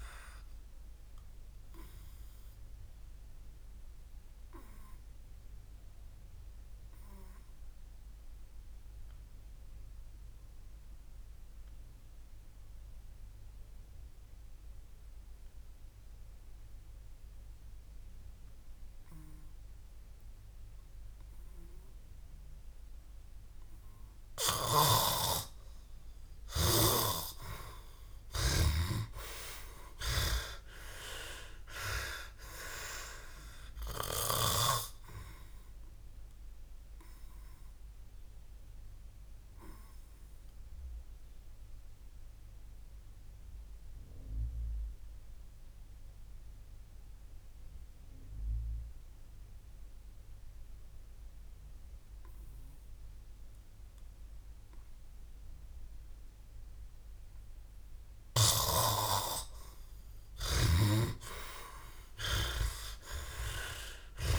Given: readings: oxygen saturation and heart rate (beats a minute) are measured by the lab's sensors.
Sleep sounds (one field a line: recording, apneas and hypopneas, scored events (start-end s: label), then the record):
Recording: breathing in sleep by a room microphone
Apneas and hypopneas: 2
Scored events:
6.00-21.00 s: obstructive apnea (oxygen 98% before, 90% lowest, heart rate 66 before, 55 extreme, up 1 after)
6.50-9.50 s: oxygen desaturation (device-marked, oxygen 97% before, 94% lowest, heart rate 66 before, 57 extreme)
24.50-34.50 s: snoring (device-marked)
27.50-31.00 s: arousal
40.00-56.50 s: obstructive apnea (oxygen 97% before, 90% lowest, heart rate 68 before, 56 extreme, up 43 after)
40.50-62.50 s: oxygen desaturation (device-marked, oxygen 97% before, 90% lowest, heart rate 68 before, 57 extreme)
61.50-64.38 s: arousal
From the record:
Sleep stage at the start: N2 (light sleep)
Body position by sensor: on the back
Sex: male